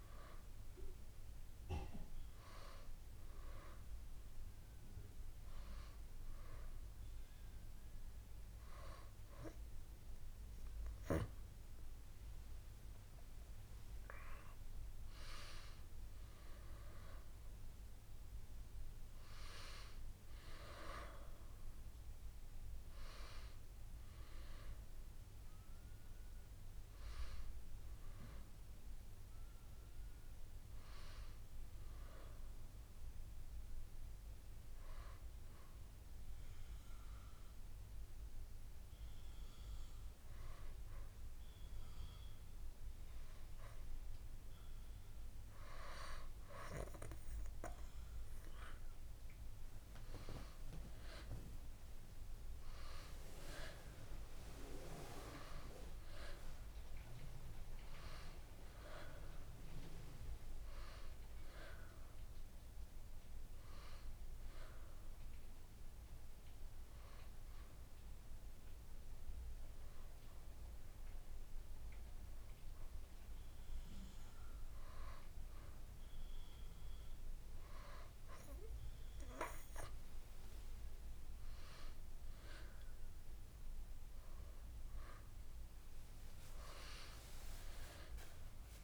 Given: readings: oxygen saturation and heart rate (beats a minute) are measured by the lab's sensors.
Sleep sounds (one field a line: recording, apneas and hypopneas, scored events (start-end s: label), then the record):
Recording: breathing in sleep by a room microphone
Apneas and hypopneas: 2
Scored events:
10.50-15.00 s: arousal
25.00-88.84 s: new sleep stage, N2 (light sleep)
35.50-47.00 s: hypopnea (oxygen 94% before, 92% lowest, heart rate 73 before, 69 extreme, up 6 after)
50.00-53.50 s: arousal
56.00-73.00 s: oxygen desaturation (device-marked, oxygen 95% before, 92% lowest, heart rate 71 before, 71 extreme)
68.50-78.50 s: hypopnea (oxygen 95% before, 92% lowest, heart rate 75 before, 71 extreme, up 4 after)
80.00-84.00 s: arousal
From the record:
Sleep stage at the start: N1 (lightest sleep)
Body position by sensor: on the back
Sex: female